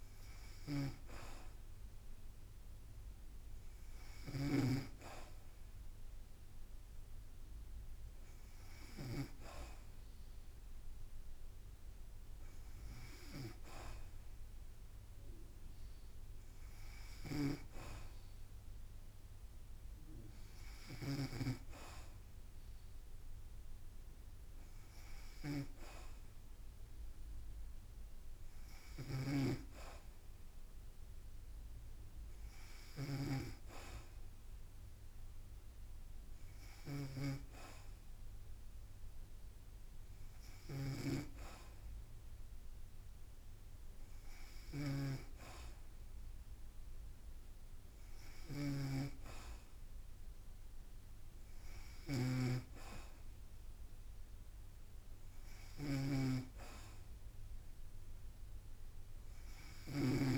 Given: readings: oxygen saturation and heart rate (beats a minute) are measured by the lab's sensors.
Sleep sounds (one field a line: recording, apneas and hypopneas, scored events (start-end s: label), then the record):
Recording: breathing in sleep by a room microphone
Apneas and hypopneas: none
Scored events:
0.00-9.50 s: snoring (device-marked)
17.00-60.38 s: snoring (device-marked)
From the record:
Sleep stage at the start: N2 (light sleep)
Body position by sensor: on the back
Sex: female